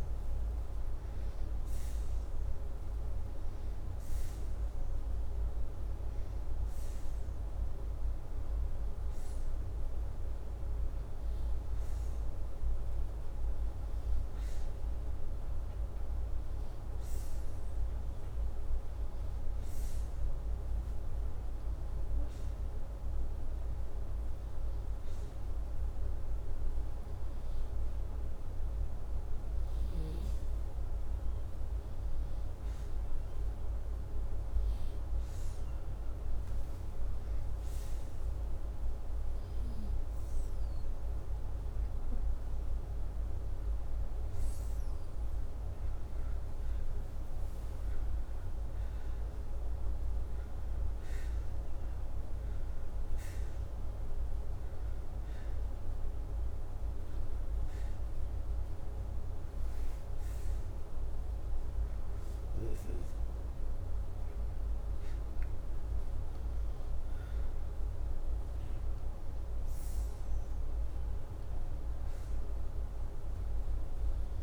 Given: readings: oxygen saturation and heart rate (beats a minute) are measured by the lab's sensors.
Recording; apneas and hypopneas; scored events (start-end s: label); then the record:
breathing in sleep, hard to hear, by a room microphone; 1
15.50-29.00 s: hypopnea (oxygen 96% before, 95% lowest, heart rate 85 before, 82 extreme, up 5 after)
31.00-33.50 s: arousal
From the record:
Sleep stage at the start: N2 (light sleep); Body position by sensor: upright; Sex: male